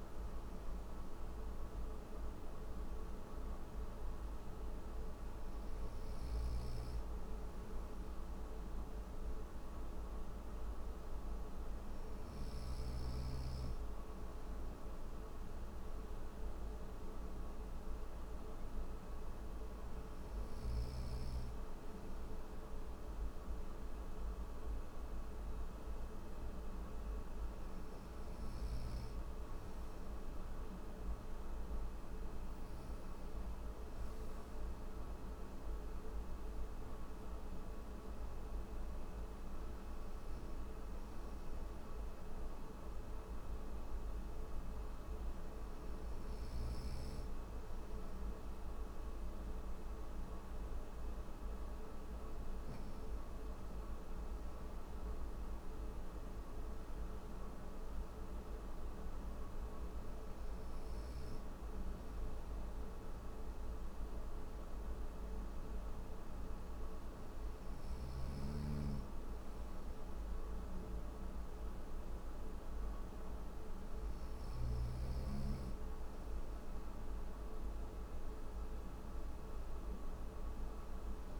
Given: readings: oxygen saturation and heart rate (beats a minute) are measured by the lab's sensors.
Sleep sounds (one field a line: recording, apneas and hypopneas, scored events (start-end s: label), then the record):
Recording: breathing in sleep, hard to hear, by a room microphone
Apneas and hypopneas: none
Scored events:
none scored
From the record:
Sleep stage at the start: N1 (lightest sleep)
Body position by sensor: on the right side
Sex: male